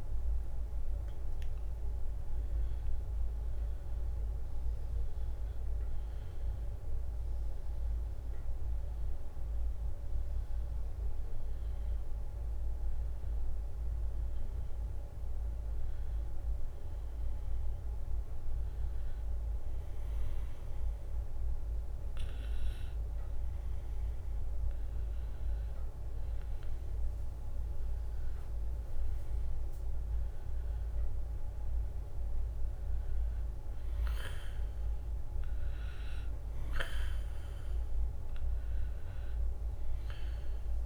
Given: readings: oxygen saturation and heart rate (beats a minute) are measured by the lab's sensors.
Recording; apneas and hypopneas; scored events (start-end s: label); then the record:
a person partly awake in a sleep study, hard to hear, by a room microphone; none
0.00-3.50 s: drop in pulse transit time (device-marked, heart rate 76 extreme)
12.50-40.86 s: new sleep stage, N2 (light sleep)
26.00-31.50 s: leg movement (device-marked)
From the record:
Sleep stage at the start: awake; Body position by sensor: on the back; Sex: male